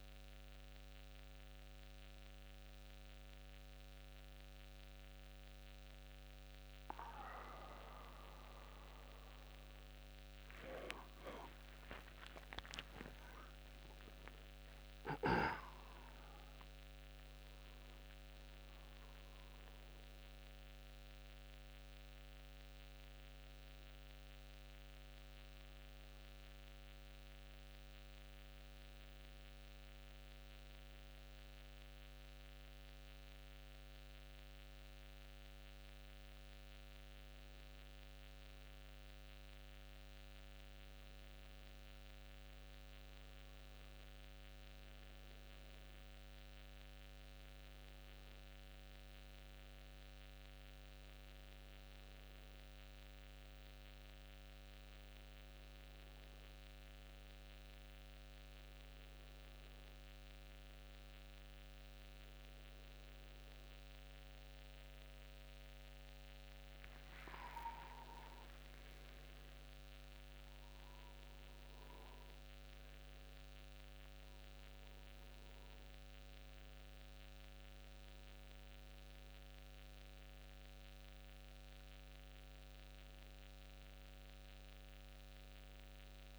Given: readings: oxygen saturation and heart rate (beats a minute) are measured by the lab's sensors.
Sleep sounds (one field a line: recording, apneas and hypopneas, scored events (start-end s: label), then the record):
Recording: a person partly awake in a sleep study, hard to hear, by a microphone on the trachea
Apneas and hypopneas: 1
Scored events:
10.50-14.50 s: arousal
28.00-39.00 s: hypopnea (oxygen 97% before, 94% lowest, heart rate 93 before, 84 extreme, up 1 after)
56.00-86.39 s: new sleep stage, awake
66.50-68.50 s: long interval between heartbeats (device-marked, heart rate 89 before, 101 extreme)
68.50-70.50 s: long interval between heartbeats (device-marked, heart rate 91 before, 113 extreme)
From the record:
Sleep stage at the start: N1 (lightest sleep)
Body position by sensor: on the back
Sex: male